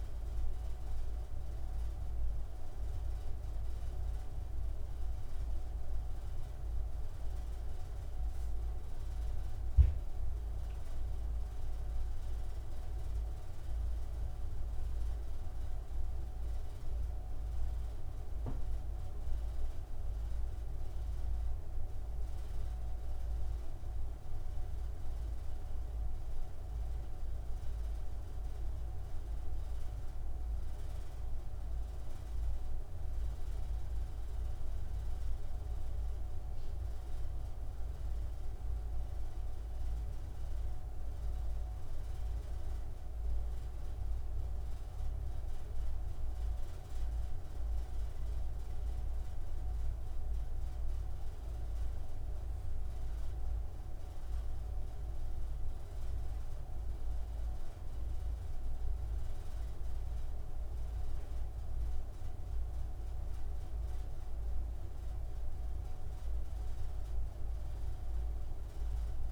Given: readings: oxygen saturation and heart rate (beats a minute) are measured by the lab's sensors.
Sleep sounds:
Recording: breathing in sleep, hard to hear, by a room microphone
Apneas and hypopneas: none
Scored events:
none scored
From the record:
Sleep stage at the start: N2 (light sleep)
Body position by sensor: on the front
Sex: male

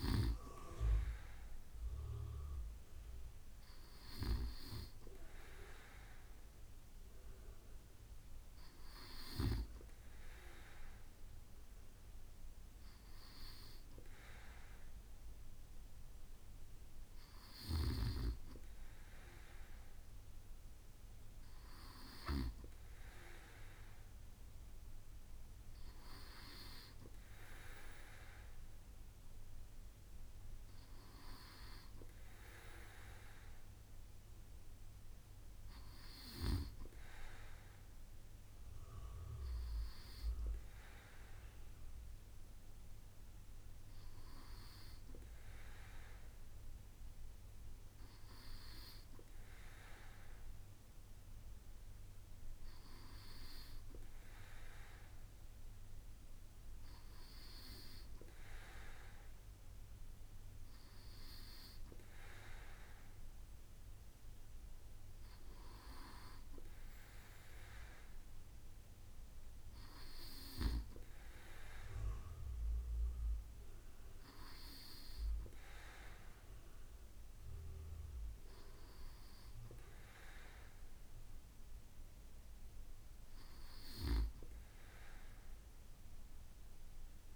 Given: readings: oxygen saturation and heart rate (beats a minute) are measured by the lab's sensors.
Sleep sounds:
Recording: breathing in sleep by a room microphone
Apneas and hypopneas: none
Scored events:
none scored
From the record:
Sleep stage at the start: N2 (light sleep)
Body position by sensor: on the right side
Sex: male

